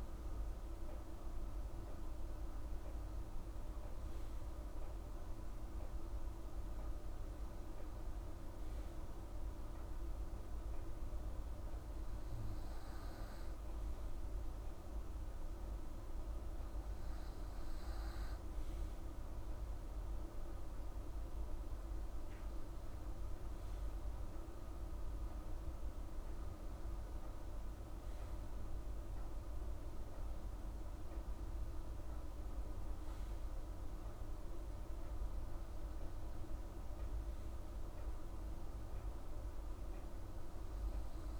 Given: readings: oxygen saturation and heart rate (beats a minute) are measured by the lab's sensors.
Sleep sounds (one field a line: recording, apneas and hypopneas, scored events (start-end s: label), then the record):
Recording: breathing in sleep, hard to hear, by a room microphone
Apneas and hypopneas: none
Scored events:
none scored
From the record:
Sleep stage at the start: N2 (light sleep)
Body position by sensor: on the right side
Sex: female